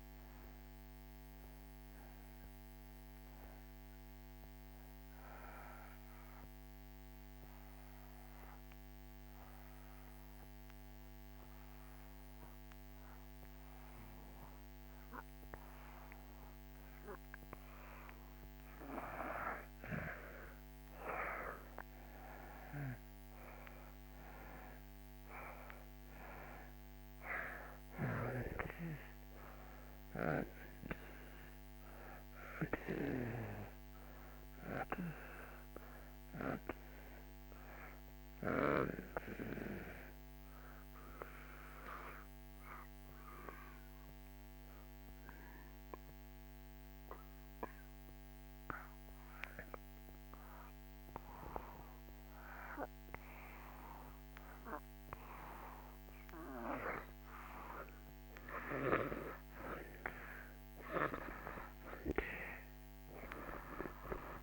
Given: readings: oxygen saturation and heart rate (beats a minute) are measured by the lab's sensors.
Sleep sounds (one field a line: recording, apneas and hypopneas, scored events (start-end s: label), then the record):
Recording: breathing in sleep by a microphone on the trachea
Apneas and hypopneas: 2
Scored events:
0.00-12.50 s: oxygen desaturation (device-marked, oxygen 81% lowest)
5.00-18.00 s: obstructive apnea (oxygen 95% before, 81% lowest)
21.50-26.50 s: arousal
27.50-50.50 s: oxygen desaturation (device-marked, oxygen 96% before, 81% lowest)
39.50-56.50 s: obstructive apnea (oxygen 96% before, 79% lowest)
60.50-64.43 s: arousal
From the record:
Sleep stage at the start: N2 (light sleep)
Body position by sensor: on the back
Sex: male